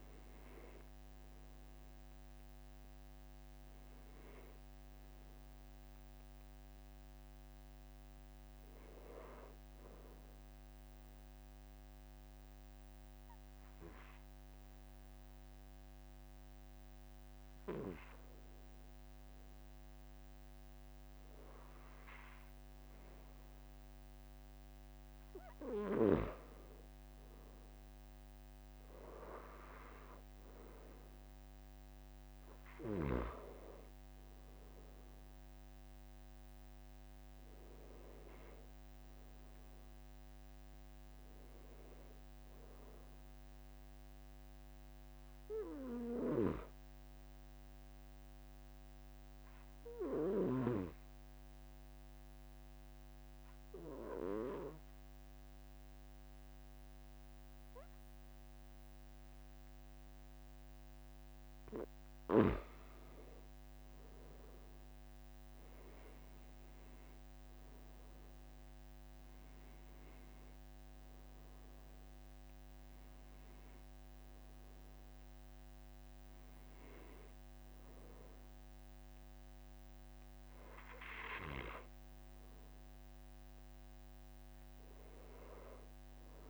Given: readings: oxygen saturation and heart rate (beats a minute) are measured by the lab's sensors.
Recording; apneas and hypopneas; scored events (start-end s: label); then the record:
breathing in sleep by a microphone on the trachea; 2
8.50-24.00 s: obstructive apnea (oxygen 96% before, 93% lowest, heart rate 48 before, 45 extreme, up 1 after)
29.50-35.50 s: arousal
47.50-61.50 s: obstructive apnea (oxygen 97% before, 92% lowest, heart rate 46 before, 44 extreme, up 3 after)
63.50-68.50 s: arousal
82.50-86.50 s: oxygen desaturation (device-marked, oxygen 95% before, 92% lowest, heart rate 47 before, 44 extreme)
From the record:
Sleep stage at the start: N2 (light sleep); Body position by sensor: on the back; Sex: male